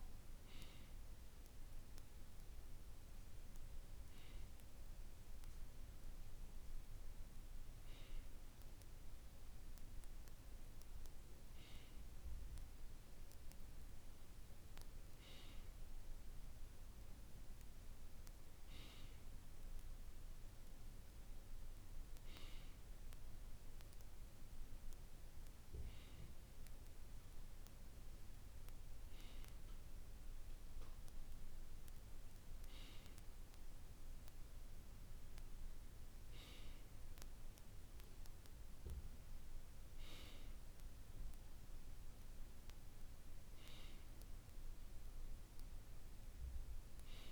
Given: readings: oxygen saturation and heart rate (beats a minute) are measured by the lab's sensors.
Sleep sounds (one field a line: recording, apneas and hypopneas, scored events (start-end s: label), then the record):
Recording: breathing in sleep, hard to hear, by a room microphone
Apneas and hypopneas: none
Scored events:
none scored
From the record:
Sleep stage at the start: N2 (light sleep)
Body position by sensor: on the right side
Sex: male